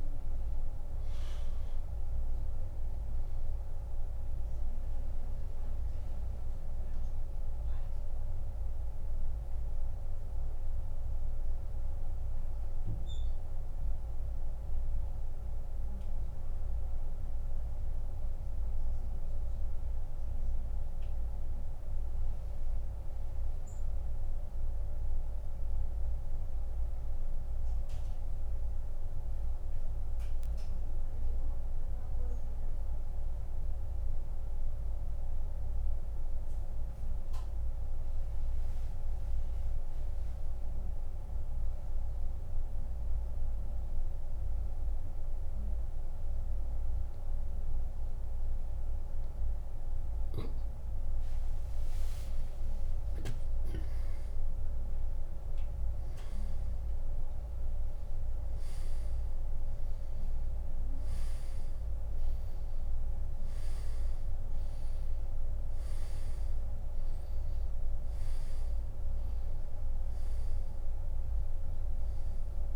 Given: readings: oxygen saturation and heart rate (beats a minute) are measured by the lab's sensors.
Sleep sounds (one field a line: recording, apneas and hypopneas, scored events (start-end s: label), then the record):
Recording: breathing in sleep, hard to hear, by a room microphone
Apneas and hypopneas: 1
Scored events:
0.00-6.50 s: oxygen desaturation (device-marked, oxygen 92% lowest, heart rate 69 extreme)
10.00-49.00 s: mixed apnea (oxygen 97% before, 84% lowest, heart rate 94 before, 68 extreme, up 17 after)
12.50-39.50 s: oxygen desaturation (device-marked, oxygen 94% before, 85% lowest, heart rate 91 before, 68 extreme)
52.00-56.50 s: arousal
From the record:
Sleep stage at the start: N2 (light sleep)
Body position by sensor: on the back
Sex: male